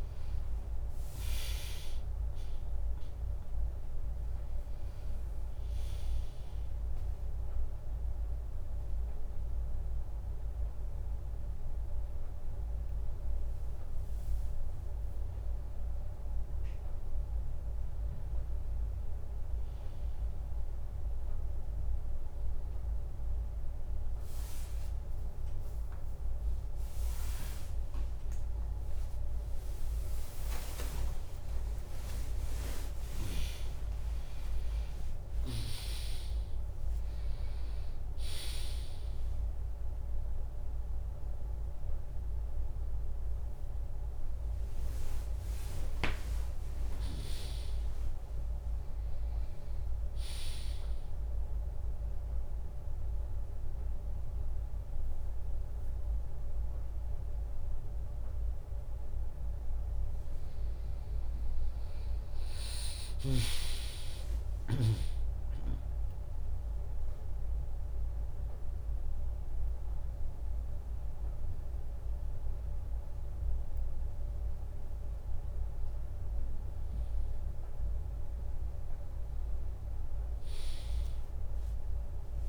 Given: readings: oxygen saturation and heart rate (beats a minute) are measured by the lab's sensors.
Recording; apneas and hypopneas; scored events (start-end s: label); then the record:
breathing in sleep by a room microphone; 1
5.50-15.50 s: drop in pulse transit time (device-marked, heart rate 75 before, 81 extreme)
30.50-33.50 s: tachycardia (device-marked, heart rate 82 before, 94 extreme)
31.50-35.00 s: arousal
33.50-35.50 s: long interval between heartbeats (device-marked, heart rate 83 before, 102 extreme)
50.00-60.00 s: central apnea (oxygen 99% before, 96% lowest, heart rate 89 before, 73 extreme, up 2 after)
62.50-67.00 s: arousal
64.50-75.50 s: drop in pulse transit time (device-marked, heart rate 82 before, 81 extreme)
79.50-82.49 s: new sleep stage, N2 (light sleep)
From the record:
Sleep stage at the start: N1 (lightest sleep); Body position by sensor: on the back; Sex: female